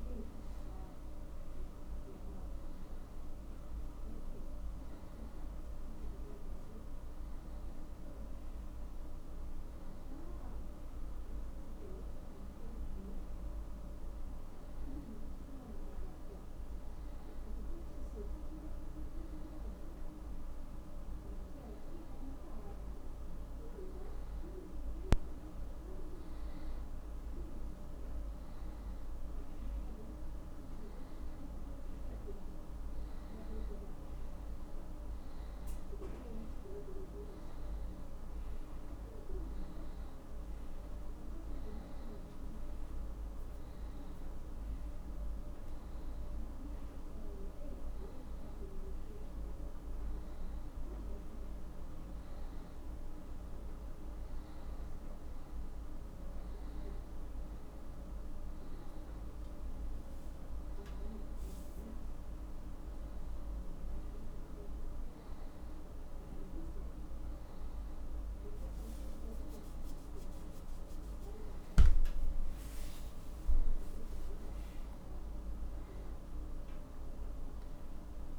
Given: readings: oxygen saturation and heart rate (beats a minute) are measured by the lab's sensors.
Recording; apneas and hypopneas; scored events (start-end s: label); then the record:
a person partly awake in a sleep study, hard to hear, by a room microphone; none
19.00-78.39 s: new sleep stage, N1 (lightest sleep)
71.00-75.00 s: arousal
From the record:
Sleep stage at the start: awake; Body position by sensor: on the back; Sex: male